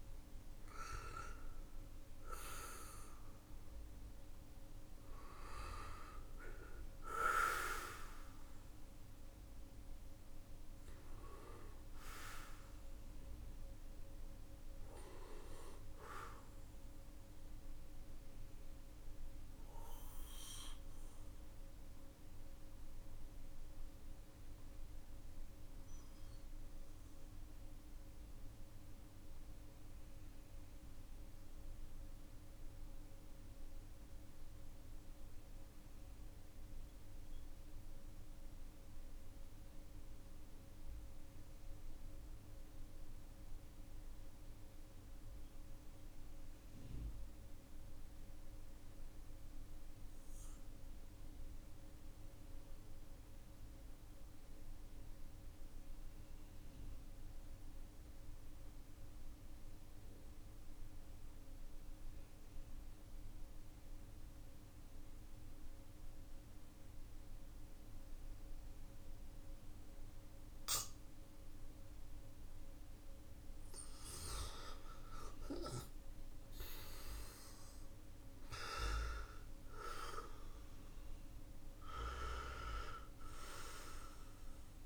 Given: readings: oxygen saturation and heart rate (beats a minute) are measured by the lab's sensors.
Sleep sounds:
breathing in sleep by a room microphone; 1
0.00-5.50 s: arousal
0.00-42.50 s: oxygen desaturation (device-marked, oxygen 90% lowest, heart rate 41 extreme)
16.50-72.50 s: obstructive apnea (oxygen 97% before, 88% lowest, heart rate 52 before, 41 extreme, up 5 after)
45.50-84.86 s: new sleep stage, N2 (light sleep)
58.50-84.86 s: oxygen desaturation (device-marked, oxygen 99% before, 88% lowest, heart rate 55 before, 45 extreme)
76.00-82.00 s: arousal
From the record:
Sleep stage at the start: N1 (lightest sleep); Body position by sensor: on the back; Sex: male

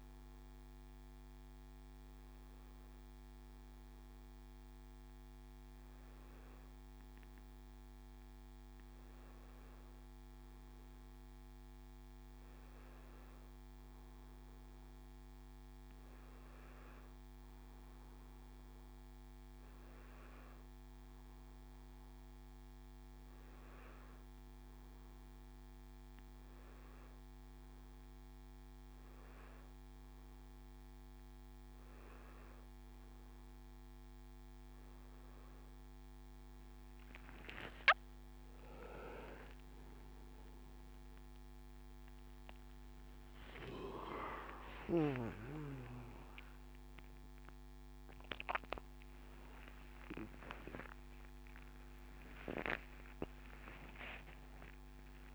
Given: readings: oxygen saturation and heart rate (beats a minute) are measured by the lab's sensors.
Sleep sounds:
a person awake in a sleep study, by a microphone on the trachea; none
none scored
From the record:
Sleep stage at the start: awake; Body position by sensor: on the back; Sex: male

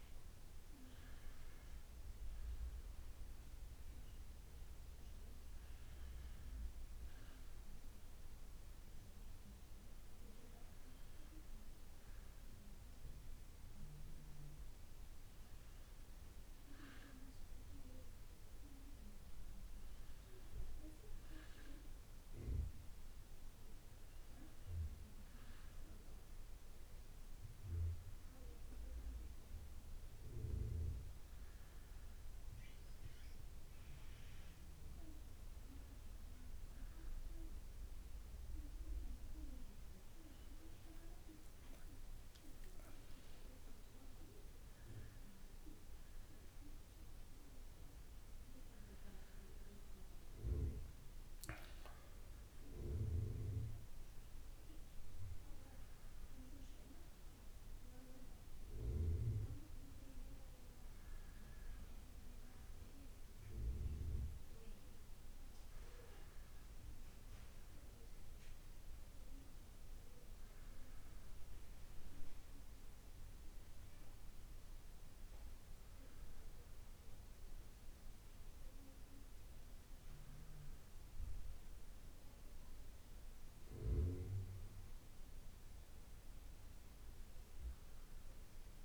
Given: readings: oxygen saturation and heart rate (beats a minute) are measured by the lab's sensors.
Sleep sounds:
breathing in sleep by a room microphone; none
none scored
From the record:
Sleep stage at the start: N2 (light sleep); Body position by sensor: on the back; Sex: male

